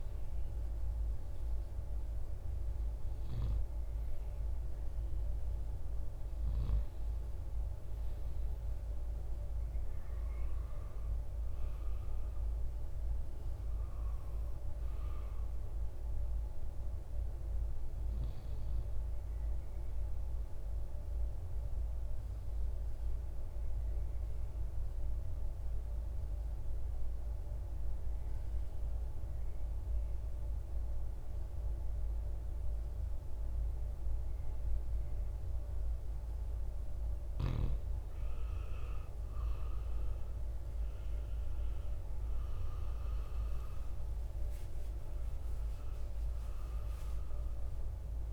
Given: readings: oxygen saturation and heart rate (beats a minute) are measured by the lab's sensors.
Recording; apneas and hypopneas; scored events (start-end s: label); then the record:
breathing in sleep, hard to hear, by a room microphone; 1
22.00-35.50 s: obstructive apnea (oxygen 98% before, 94% lowest, heart rate 60 before, 53 extreme, up 8 after)
41.00-48.33 s: oxygen desaturation (device-marked, oxygen 97% before, 94% lowest, heart rate 59 before, 52 extreme)
42.00-48.00 s: arousal
From the record:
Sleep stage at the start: N2 (light sleep); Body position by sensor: on the right side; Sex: male